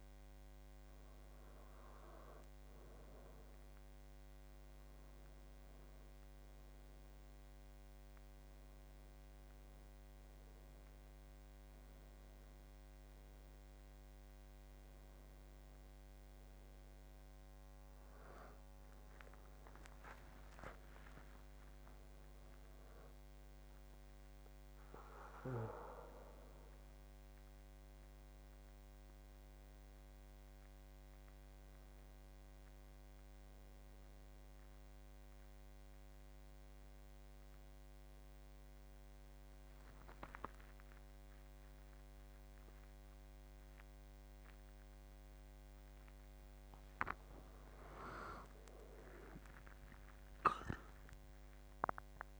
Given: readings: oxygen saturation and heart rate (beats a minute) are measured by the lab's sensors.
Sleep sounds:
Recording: a person awake in a sleep study, by a microphone on the trachea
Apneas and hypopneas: none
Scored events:
4.00-13.00 s: oxygen desaturation (device-marked, oxygen 93% before, 90% lowest, heart rate 82 before, 83 extreme)
17.00-52.39 s: new sleep stage, awake
From the record:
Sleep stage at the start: N2 (light sleep)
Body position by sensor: on the back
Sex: male

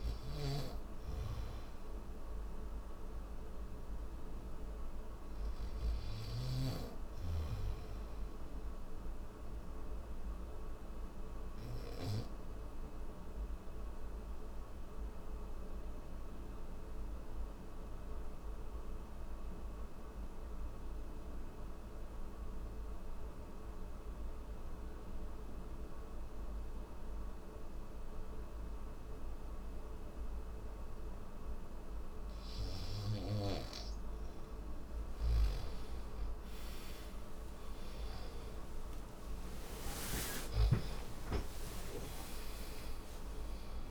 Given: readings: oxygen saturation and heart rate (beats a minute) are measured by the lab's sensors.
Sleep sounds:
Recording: breathing in sleep by a room microphone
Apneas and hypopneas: none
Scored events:
0.00-5.50 s: snoring (device-marked)
31.00-43.90 s: oxygen desaturation (device-marked, oxygen 96% before, 88% lowest)
From the record:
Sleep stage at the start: N3 (deep sleep)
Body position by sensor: on the back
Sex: male

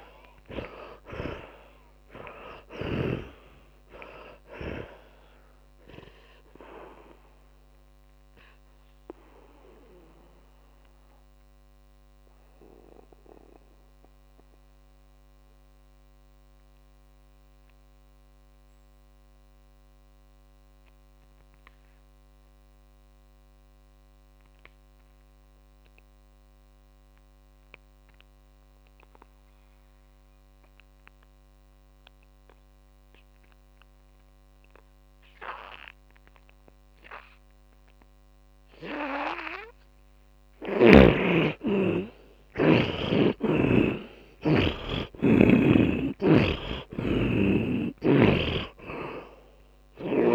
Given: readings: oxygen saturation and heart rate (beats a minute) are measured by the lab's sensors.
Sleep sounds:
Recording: breathing in sleep by a microphone on the trachea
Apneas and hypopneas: 1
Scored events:
0.00-3.50 s: snoring (device-marked)
0.00-24.50 s: oxygen desaturation (device-marked, oxygen 78% lowest)
9.50-39.50 s: mixed apnea (oxygen 100% before, 78% lowest)
35.50-50.35 s: oxygen desaturation (device-marked, oxygen 100% before, 78% lowest)
43.00-48.50 s: arousal
From the record:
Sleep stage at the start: N2 (light sleep)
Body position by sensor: on the back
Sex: male

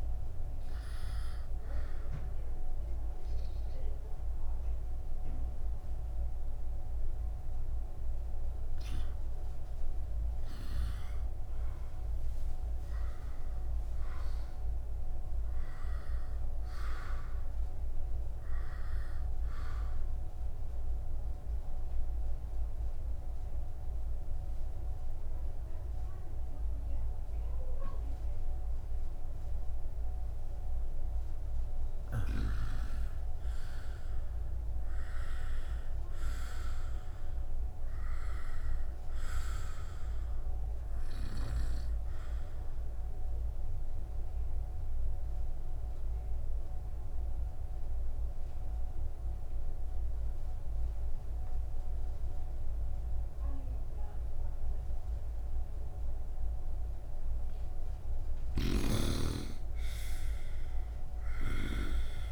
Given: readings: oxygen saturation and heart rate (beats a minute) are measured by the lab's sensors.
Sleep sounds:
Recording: breathing in sleep by a room microphone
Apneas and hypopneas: 3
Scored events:
1.50-11.50 s: obstructive apnea (oxygen 98% before, 90% lowest, heart rate 68 before, 66 extreme, up 4 after)
5.50-15.50 s: oxygen desaturation (device-marked, oxygen 97% before, 93% lowest, heart rate 68 before, 66 extreme)
13.50-17.00 s: arousal
21.50-32.00 s: obstructive apnea (oxygen 98% before, 87% lowest, heart rate 68 before, 66 extreme, up 9 after)
27.50-29.50 s: long interval between heartbeats (device-marked, heart rate 69 before, 79 extreme)
33.50-38.00 s: arousal
42.50-57.50 s: obstructive apnea (oxygen 97% before, 87% lowest, heart rate 71 before, 64 extreme)
44.50-57.50 s: oxygen desaturation (device-marked, oxygen 97% before, 91% lowest, heart rate 71 before, 64 extreme)
59.50-62.32 s: arousal
From the record:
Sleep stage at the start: N2 (light sleep)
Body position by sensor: upright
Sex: male

